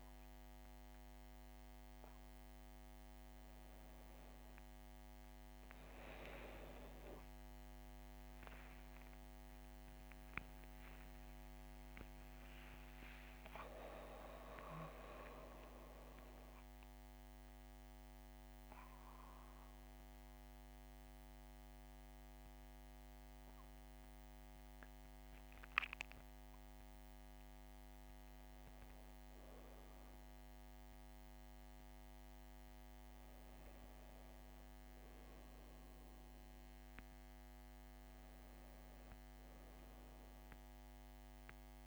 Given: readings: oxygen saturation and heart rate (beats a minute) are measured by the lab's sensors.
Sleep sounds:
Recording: breathing in sleep by a microphone on the trachea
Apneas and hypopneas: none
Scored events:
6.50-10.50 s: arousal
From the record:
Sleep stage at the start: N1 (lightest sleep)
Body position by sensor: on the back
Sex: female

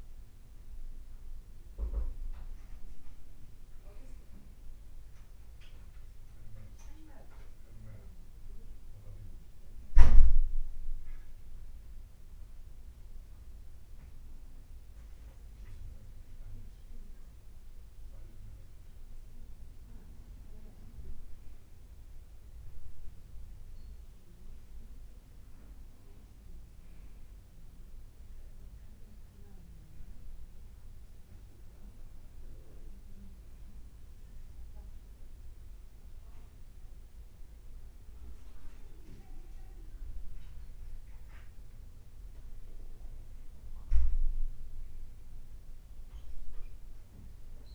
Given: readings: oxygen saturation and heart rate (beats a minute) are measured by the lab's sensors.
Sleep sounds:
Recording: breathing in sleep by a room microphone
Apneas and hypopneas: none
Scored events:
none scored
From the record:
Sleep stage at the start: N1 (lightest sleep)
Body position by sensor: on the back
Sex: male

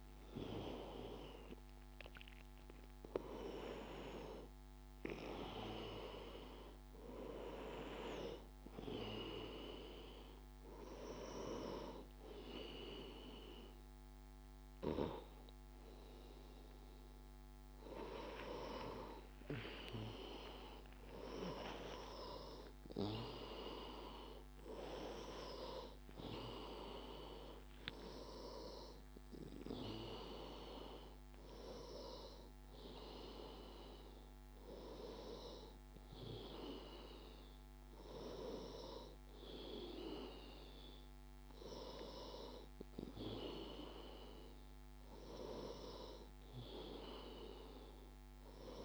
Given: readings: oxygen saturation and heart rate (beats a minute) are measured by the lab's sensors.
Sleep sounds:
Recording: a person awake in a sleep study, by a microphone on the trachea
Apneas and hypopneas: none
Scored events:
30.00-48.85 s: new sleep stage, N1 (lightest sleep)
From the record:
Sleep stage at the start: awake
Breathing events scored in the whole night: 284 in 4.1 hours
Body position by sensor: on the back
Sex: male

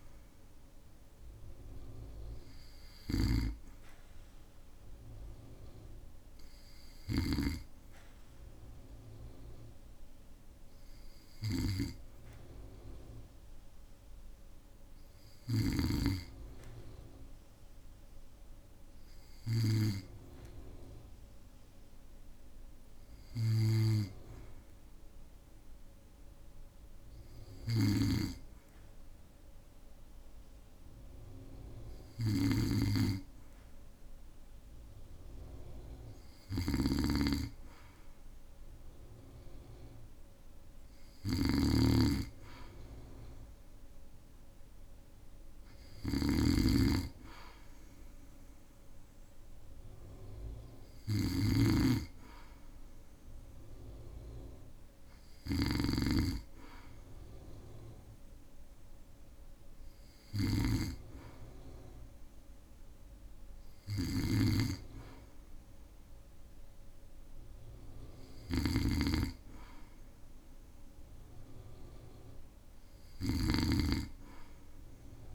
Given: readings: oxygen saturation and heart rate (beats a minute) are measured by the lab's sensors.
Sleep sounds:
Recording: breathing in sleep by a room microphone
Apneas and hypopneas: none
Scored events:
15.00-75.35 s: snoring (device-marked)
From the record:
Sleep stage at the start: N2 (light sleep)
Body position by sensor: on the back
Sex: male

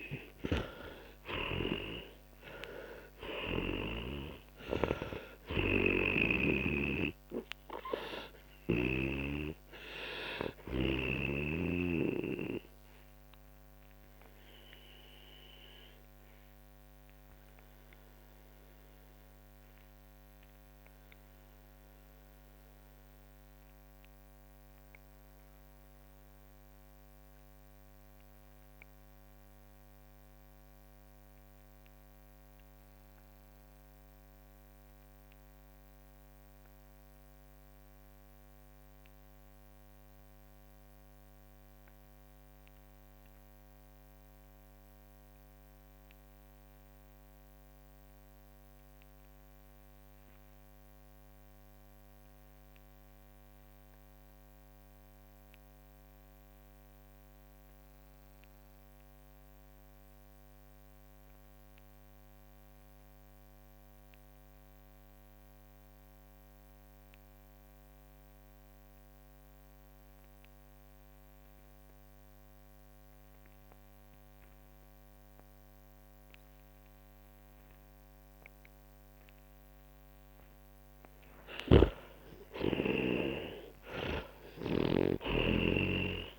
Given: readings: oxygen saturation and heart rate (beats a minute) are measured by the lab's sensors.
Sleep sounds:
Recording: breathing in sleep by a microphone on the trachea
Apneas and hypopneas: 1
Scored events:
0.00-41.00 s: oxygen desaturation (device-marked, oxygen 84% lowest, heart rate 34 extreme)
12.00-81.50 s: obstructive apnea (oxygen 98% before, 78% lowest, heart rate 67 before, 34 extreme, up 19 after)
73.00-86.39 s: oxygen desaturation (device-marked, oxygen 97% before, 78% lowest, heart rate 48 before, 40 extreme)
81.50-85.00 s: snoring (device-marked)
83.00-86.39 s: arousal
From the record:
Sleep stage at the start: N2 (light sleep)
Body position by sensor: on the back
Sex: male

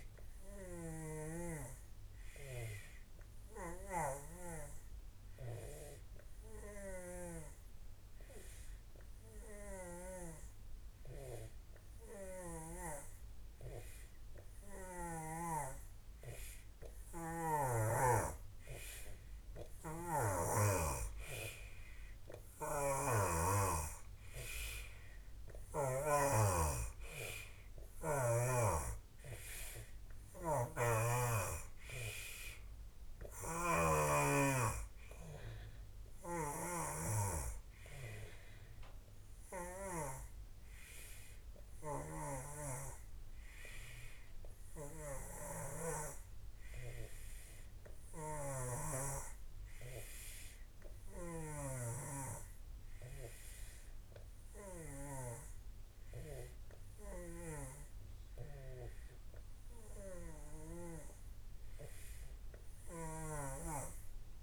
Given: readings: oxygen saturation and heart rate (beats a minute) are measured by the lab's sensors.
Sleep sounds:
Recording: breathing in sleep by a room microphone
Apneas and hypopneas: none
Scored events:
0.50-7.50 s: snoring (device-marked)
19.50-26.00 s: snoring (device-marked)
23.00-47.00 s: oxygen desaturation (device-marked, oxygen 92% before, 88% lowest, heart rate 49 before, 53 extreme)
33.00-40.00 s: snoring (device-marked)
42.00-46.00 s: snoring (device-marked)
48.00-61.00 s: snoring (device-marked)
From the record:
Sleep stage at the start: N3 (deep sleep)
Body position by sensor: on the back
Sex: male

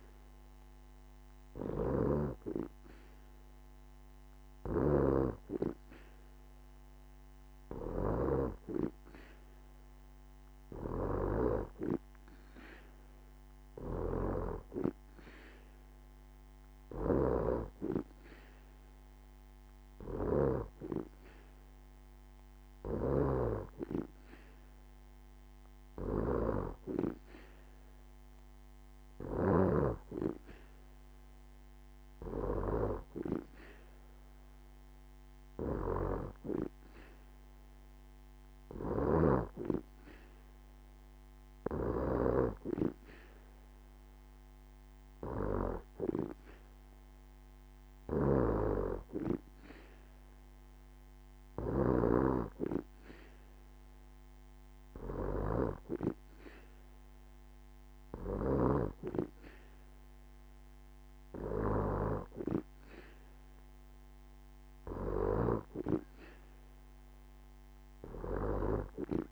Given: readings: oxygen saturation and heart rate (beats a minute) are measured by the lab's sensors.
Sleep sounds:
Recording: breathing in sleep by a microphone on the trachea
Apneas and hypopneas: none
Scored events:
none scored
From the record:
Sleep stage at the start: N2 (light sleep)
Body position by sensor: on the back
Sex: female

